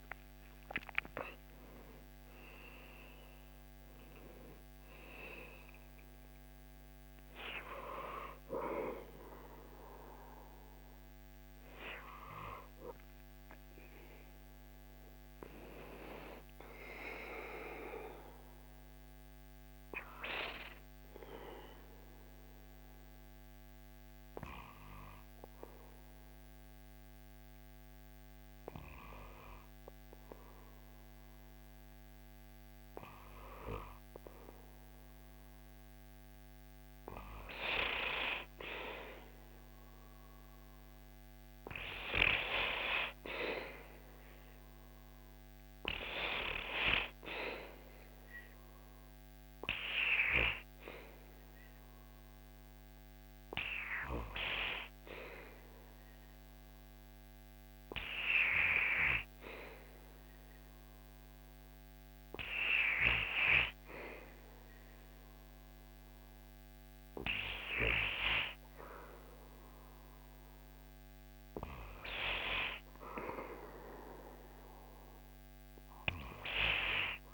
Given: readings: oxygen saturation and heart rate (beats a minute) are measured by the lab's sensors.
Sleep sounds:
breathing in sleep by a microphone on the trachea; 1
6.50-11.50 s: arousal
21.00-33.50 s: obstructive apnea (oxygen 99% before, 96% lowest, heart rate 78 before, 67 extreme, up 4 after)
36.50-42.00 s: arousal
From the record:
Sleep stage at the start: N2 (light sleep); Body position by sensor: on the back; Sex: male

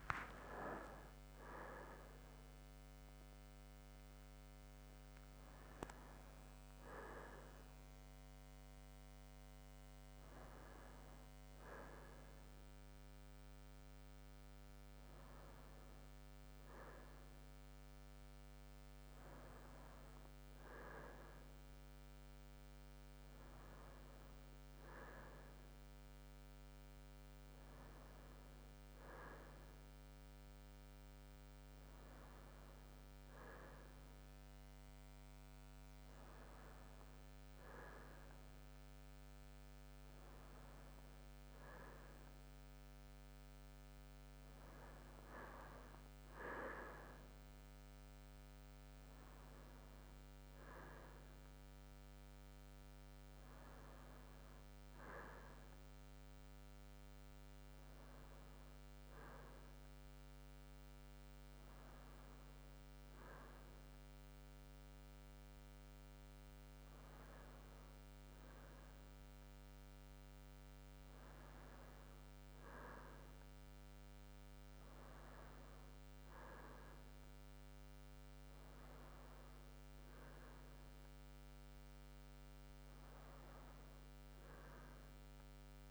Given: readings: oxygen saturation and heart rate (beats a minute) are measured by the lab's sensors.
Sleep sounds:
a person awake in a sleep study, by a microphone on the trachea; none
17.00-39.00 s: oxygen desaturation (device-marked, oxygen 98% before, 94% lowest, heart rate 76 before, 66 extreme)
From the record:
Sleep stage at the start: awake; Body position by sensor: on the right side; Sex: male

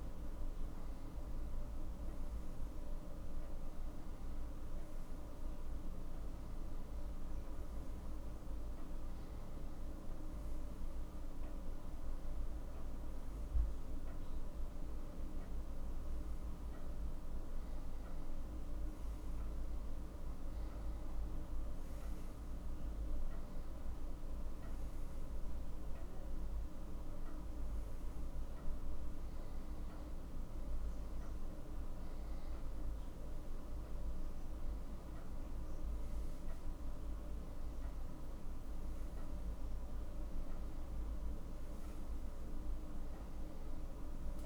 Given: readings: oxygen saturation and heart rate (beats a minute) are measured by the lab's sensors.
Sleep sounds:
breathing in sleep, hard to hear, by a room microphone; none
none scored
From the record:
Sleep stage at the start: N2 (light sleep); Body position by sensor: on the right side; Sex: male

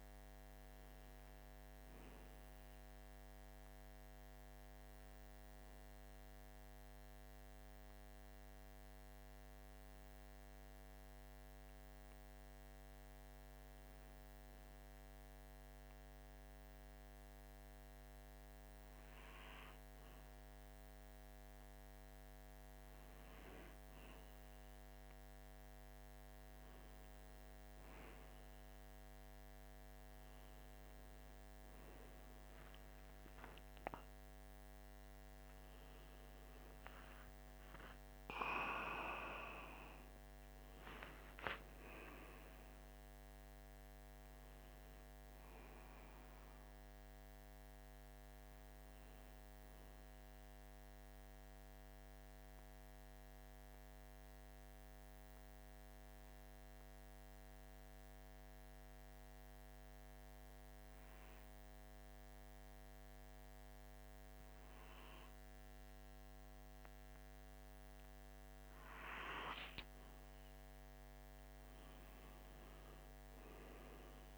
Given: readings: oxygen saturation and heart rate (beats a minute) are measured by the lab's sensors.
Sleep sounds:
breathing in sleep by a microphone on the trachea; 2
5.00-23.00 s: hypopnea (oxygen 98% before, 95% lowest, heart rate 49 before, 45 extreme, up 4 after)
24.50-28.50 s: arousal
50.00-66.50 s: obstructive apnea (oxygen 97% before, 95% lowest, heart rate 50 before, 45 extreme, up 4 after)
70.50-73.50 s: arousal
From the record:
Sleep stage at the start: N2 (light sleep); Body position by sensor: on the right side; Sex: male

